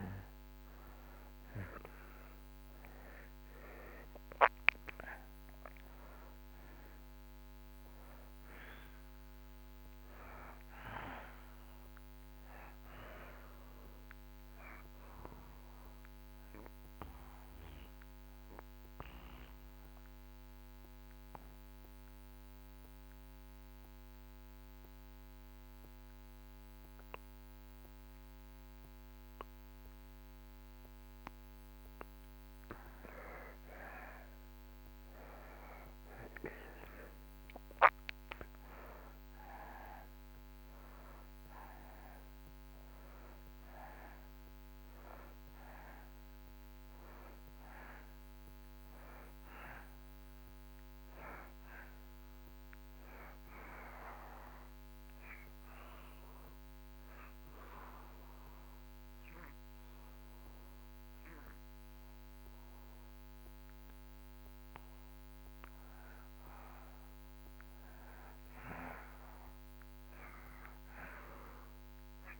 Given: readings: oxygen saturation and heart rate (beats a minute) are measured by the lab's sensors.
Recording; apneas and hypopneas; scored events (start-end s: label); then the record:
breathing in sleep by a microphone on the trachea; 2
3.50-26.50 s: oxygen desaturation (device-marked, oxygen 95% before, 84% lowest)
16.00-31.50 s: obstructive apnea (oxygen 95% before, 82% lowest)
34.50-39.00 s: arousal
38.50-68.50 s: oxygen desaturation (device-marked, oxygen 95% before, 82% lowest)
56.50-67.00 s: obstructive apnea (oxygen 95% before, 82% lowest)
68.50-72.40 s: arousal
From the record:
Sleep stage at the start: N2 (light sleep); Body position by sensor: on the back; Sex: male